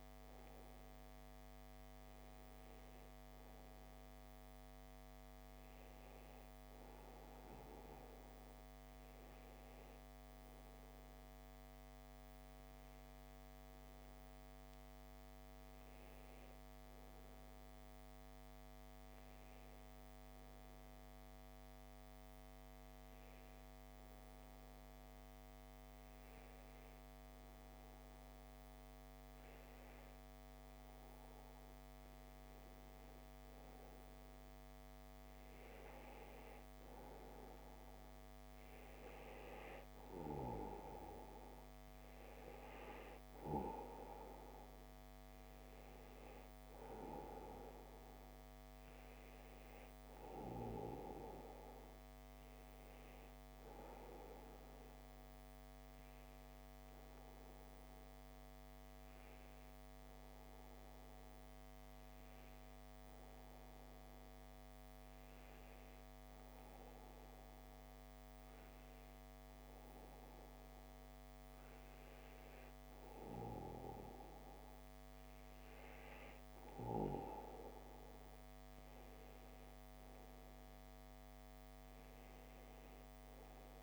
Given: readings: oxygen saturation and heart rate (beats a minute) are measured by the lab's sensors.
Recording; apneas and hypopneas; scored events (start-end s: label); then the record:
breathing in sleep by a microphone on the trachea; 2
17.50-30.50 s: obstructive apnea (oxygen 95% before, 93% lowest)
32.00-36.00 s: arousal
54.00-71.50 s: hypopnea (oxygen 96% before, 93% lowest)
73.50-78.00 s: arousal
From the record:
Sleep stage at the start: N2 (light sleep); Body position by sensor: on the back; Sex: male